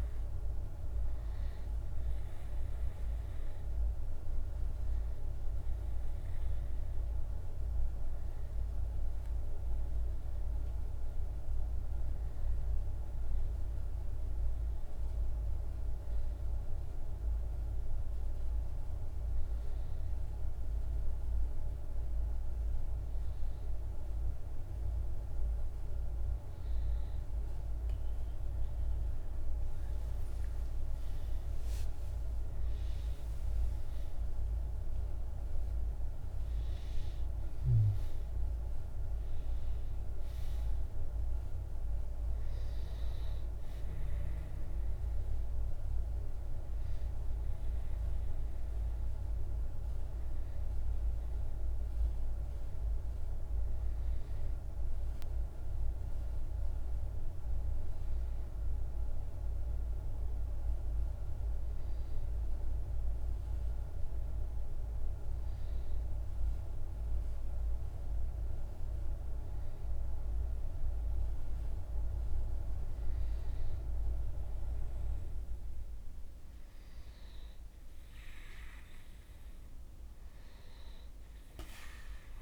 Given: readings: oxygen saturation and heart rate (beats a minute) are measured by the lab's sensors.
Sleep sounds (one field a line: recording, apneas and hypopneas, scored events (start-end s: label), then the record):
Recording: breathing in sleep, hard to hear, by a room microphone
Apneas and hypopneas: 2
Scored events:
7.00-25.50 s: hypopnea (oxygen 96% before, 93% lowest, heart rate 61 before, 51 extreme, up 21 after)
29.00-34.00 s: arousal
34.00-57.00 s: oxygen desaturation (device-marked, oxygen 97% before, 93% lowest, heart rate 57 before, 50 extreme)
50.50-71.50 s: hypopnea (oxygen 97% before, 93% lowest, heart rate 61 before, 50 extreme, up 1 after)
79.00-82.42 s: oxygen desaturation (device-marked, oxygen 97% before, 93% lowest, heart rate 50 before, 49 extreme)
From the record:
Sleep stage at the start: N2 (light sleep)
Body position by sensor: on the back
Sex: male